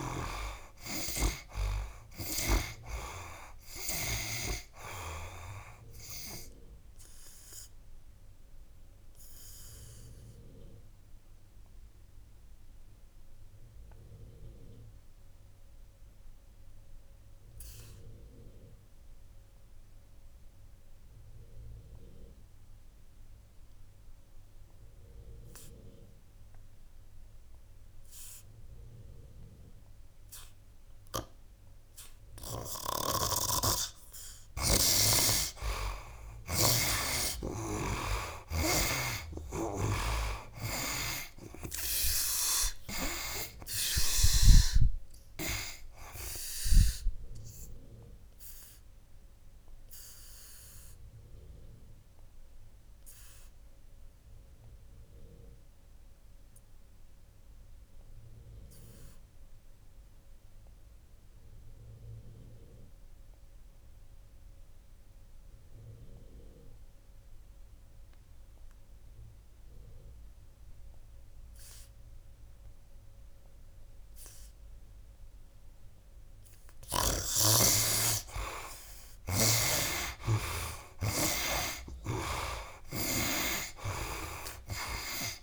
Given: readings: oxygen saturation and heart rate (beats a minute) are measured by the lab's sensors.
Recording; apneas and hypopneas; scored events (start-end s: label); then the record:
breathing in sleep by a room microphone; 2
0.00-1.00 s: arousal
0.00-1.00 s: snoring (device-marked)
0.00-21.50 s: oxygen desaturation (device-marked, oxygen 77% lowest, heart rate 64 extreme)
6.00-33.00 s: obstructive apnea (oxygen 98% before, 73% lowest, heart rate 70 before, 64 extreme, up 17 after)
27.50-65.50 s: oxygen desaturation (device-marked, oxygen 97% before, 73% lowest, heart rate 70 before, 66 extreme)
33.00-36.50 s: snoring (device-marked)
35.00-39.00 s: arousal
47.50-76.50 s: obstructive apnea (oxygen 97% before, 73% lowest, heart rate 75 before, 66 extreme, up 14 after)
67.50-85.43 s: oxygen desaturation (device-marked, oxygen 97% before, 73% lowest, heart rate 73 before, 63 extreme)
79.00-85.43 s: snoring (device-marked)
80.00-85.00 s: arousal
From the record:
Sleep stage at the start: N2 (light sleep); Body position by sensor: on the right side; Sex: male